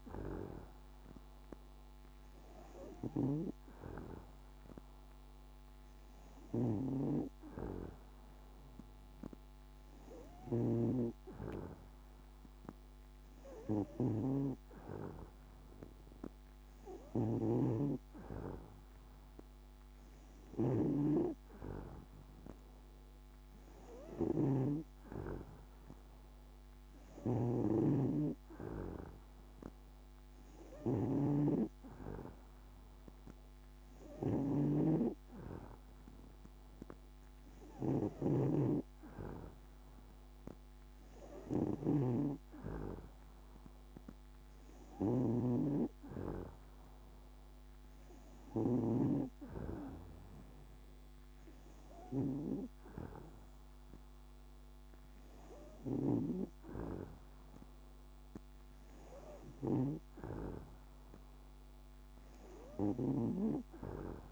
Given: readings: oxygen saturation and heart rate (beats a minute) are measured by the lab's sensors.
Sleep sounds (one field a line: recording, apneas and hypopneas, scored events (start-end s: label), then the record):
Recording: breathing in sleep by a microphone on the trachea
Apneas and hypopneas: none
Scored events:
10.50-25.00 s: snoring (device-marked)
27.00-49.00 s: snoring (device-marked)
From the record:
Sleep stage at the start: N2 (light sleep)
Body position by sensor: on the back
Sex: female